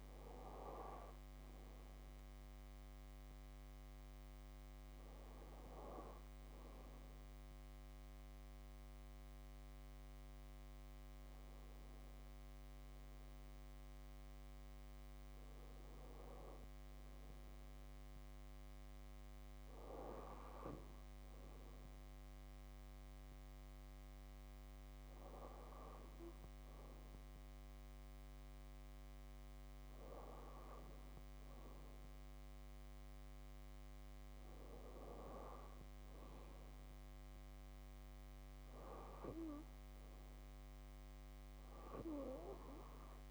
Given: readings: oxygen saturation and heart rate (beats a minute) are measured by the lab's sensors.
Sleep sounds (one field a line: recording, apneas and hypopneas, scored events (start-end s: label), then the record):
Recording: breathing in sleep by a microphone on the trachea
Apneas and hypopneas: none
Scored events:
0.00-7.50 s: oxygen desaturation (device-marked, oxygen 93% lowest, heart rate 59 extreme)
From the record:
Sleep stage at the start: N2 (light sleep)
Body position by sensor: on the back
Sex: female